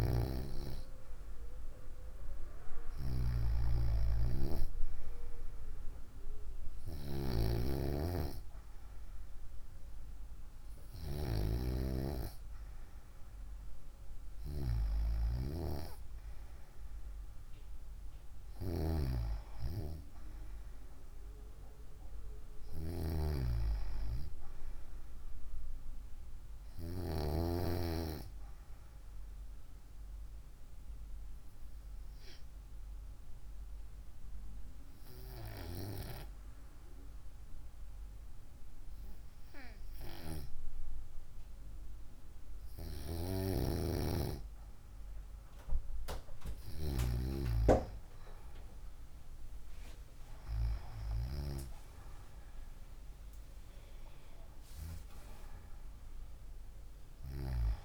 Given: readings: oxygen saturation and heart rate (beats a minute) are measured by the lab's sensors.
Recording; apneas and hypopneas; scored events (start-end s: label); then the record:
breathing in sleep by a room microphone; 1
30.00-42.00 s: obstructive apnea (oxygen 95% before, 93% lowest, heart rate 64 before, 62 extreme, up 1 after)
47.00-51.00 s: arousal
From the record:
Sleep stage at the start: N2 (light sleep); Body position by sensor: on the right side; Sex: female